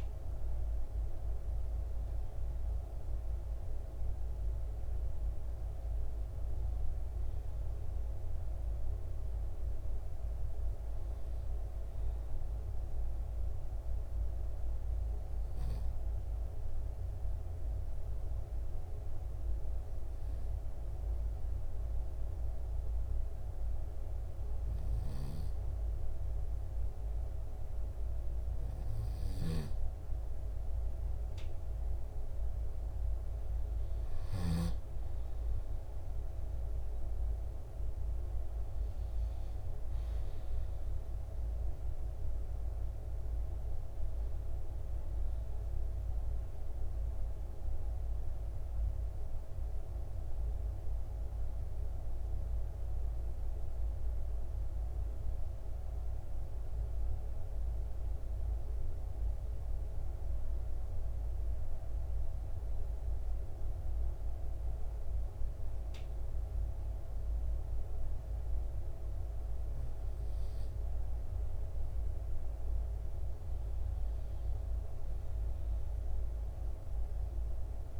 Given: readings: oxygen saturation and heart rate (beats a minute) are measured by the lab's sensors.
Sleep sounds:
breathing in sleep, hard to hear, by a room microphone; 1
35.50-39.50 s: arousal
59.50-71.00 s: hypopnea (oxygen 96% before, 94% lowest, heart rate 61 before, 61 extreme, up 1 after)
74.00-78.00 s: arousal
From the record:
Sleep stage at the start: N2 (light sleep); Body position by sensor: on the back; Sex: male

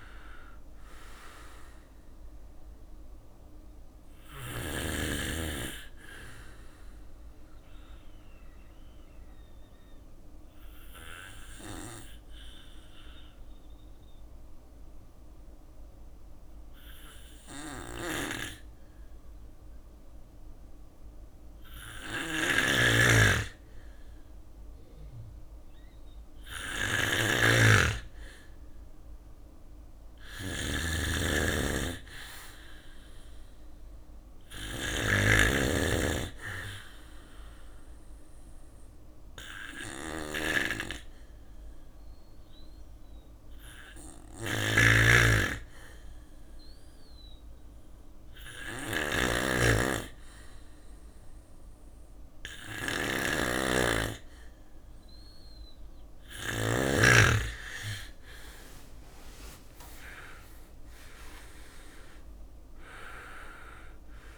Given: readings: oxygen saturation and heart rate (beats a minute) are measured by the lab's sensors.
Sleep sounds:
breathing in sleep by a room microphone; 2
0.00-6.00 s: drop in pulse transit time (device-marked, heart rate 58 extreme)
0.00-18.00 s: oxygen desaturation (device-marked, oxygen 92% lowest, heart rate 57 extreme)
1.00-10.00 s: bradycardia (device-marked, heart rate 59 before, 58 extreme)
6.00-21.00 s: obstructive apnea (oxygen 96% before, 92% lowest, heart rate 64 before, 57 extreme, up 0 after)
16.50-55.50 s: snoring (device-marked)
17.00-28.00 s: bradycardia (device-marked, heart rate 59 before, 57 extreme)
23.00-26.00 s: arousal
29.00-55.00 s: bradycardia (device-marked, heart rate 59 before, 57 extreme)
41.00-55.00 s: hypopnea (oxygen 100% before, 95% lowest, heart rate 58 before, 57 extreme, up 9 after)
56.50-60.00 s: arousal
57.00-64.38 s: drop in pulse transit time (device-marked, heart rate 57 before, 59 extreme)
From the record:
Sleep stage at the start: N2 (light sleep); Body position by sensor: on the back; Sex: male

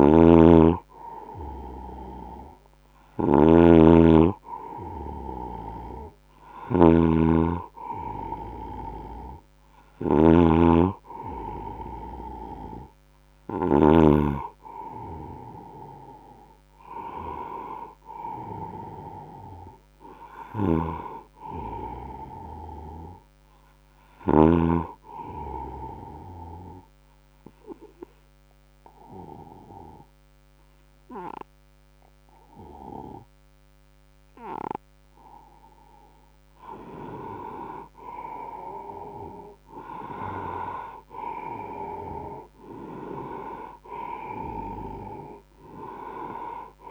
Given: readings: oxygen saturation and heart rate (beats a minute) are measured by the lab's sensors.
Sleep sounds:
breathing in sleep by a microphone on the trachea; 1
0.00-13.50 s: snoring (device-marked)
15.00-19.50 s: arousal
20.00-24.50 s: snoring (device-marked)
25.50-37.00 s: obstructive apnea (oxygen 96% before, 93% lowest, heart rate 77 before, 74 extreme, up 4 after)
38.00-41.00 s: arousal
44.00-46.91 s: oxygen desaturation (device-marked, oxygen 97% before, 93% lowest, heart rate 80 before, 67 extreme)
From the record:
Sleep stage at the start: N2 (light sleep); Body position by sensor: on the right side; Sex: male

